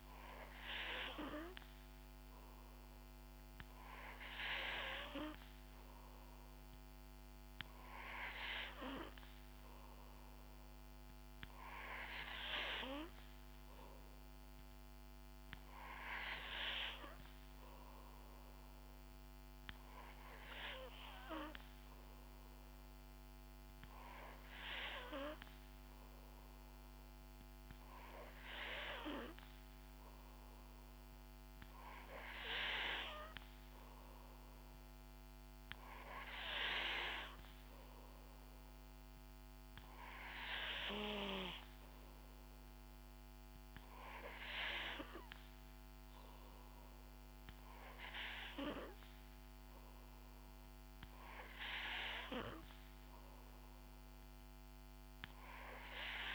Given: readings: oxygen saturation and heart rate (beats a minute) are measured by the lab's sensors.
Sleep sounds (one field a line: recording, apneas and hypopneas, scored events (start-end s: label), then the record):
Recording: breathing in sleep by a microphone on the trachea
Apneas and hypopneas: none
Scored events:
none scored
From the record:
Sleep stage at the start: N3 (deep sleep)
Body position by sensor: on the back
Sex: female